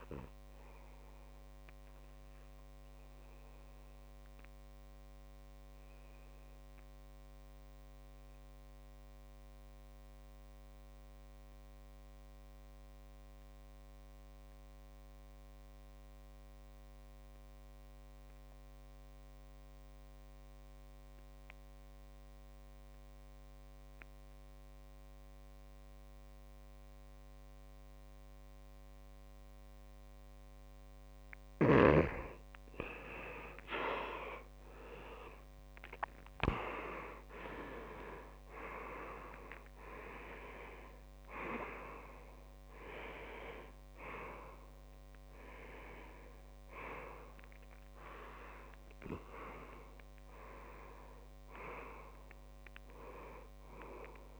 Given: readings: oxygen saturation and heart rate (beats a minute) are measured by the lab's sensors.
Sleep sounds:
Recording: breathing in sleep by a microphone on the trachea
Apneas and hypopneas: 1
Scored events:
2.00-30.50 s: obstructive apnea (oxygen 100% before, 91% lowest)
29.50-51.50 s: oxygen desaturation (device-marked, oxygen 99% before, 92% lowest)
34.50-39.00 s: arousal
From the record:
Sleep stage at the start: N2 (light sleep)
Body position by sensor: on the back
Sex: male

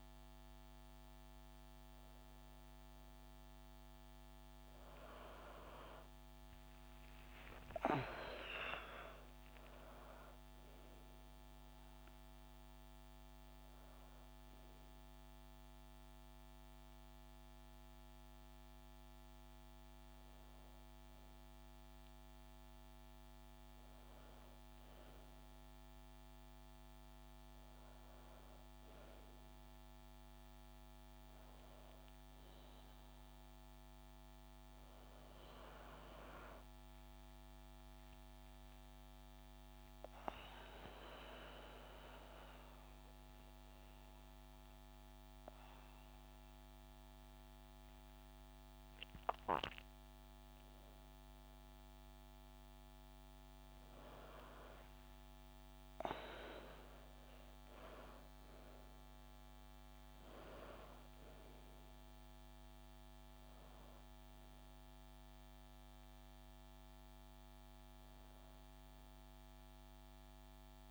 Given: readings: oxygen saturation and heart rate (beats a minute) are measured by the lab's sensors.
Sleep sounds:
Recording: a person awake in a sleep study, by a microphone on the trachea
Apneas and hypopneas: none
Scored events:
65.50-70.91 s: new sleep stage, N1 (lightest sleep)
From the record:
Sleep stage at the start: awake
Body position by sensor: on the back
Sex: female

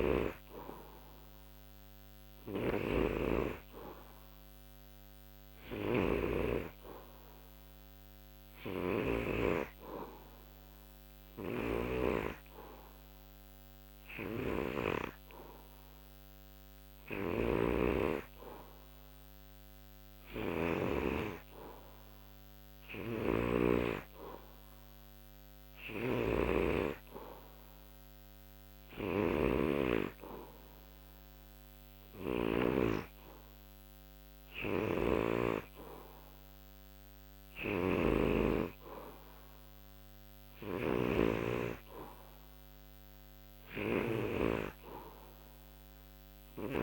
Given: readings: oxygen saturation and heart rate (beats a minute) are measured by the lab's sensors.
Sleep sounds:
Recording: breathing in sleep by a microphone on the trachea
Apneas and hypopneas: none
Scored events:
0.00-9.00 s: snoring (device-marked)
11.00-23.50 s: snoring (device-marked)
25.50-32.50 s: snoring (device-marked)
34.50-46.83 s: snoring (device-marked)
From the record:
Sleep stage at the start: N2 (light sleep)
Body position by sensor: on the back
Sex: male

